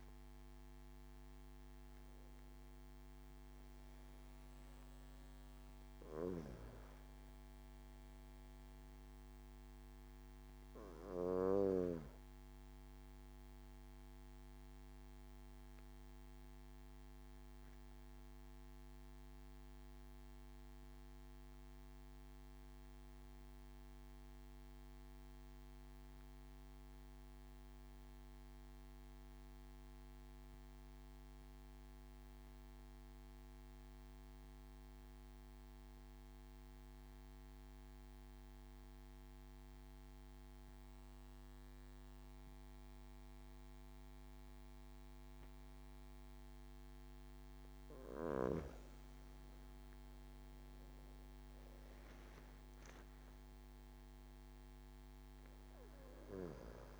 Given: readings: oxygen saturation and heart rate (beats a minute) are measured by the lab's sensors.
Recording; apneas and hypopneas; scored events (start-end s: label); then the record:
breathing in sleep by a microphone on the trachea; 1
0.00-1.00 s: arousal
0.00-10.50 s: oxygen desaturation (device-marked, oxygen 91% lowest)
14.50-46.50 s: obstructive apnea (oxygen 96% before, 90% lowest)
42.50-56.99 s: oxygen desaturation (device-marked, oxygen 97% before, 90% lowest)
50.00-54.00 s: arousal
From the record:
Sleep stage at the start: N2 (light sleep); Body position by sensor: on the back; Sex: male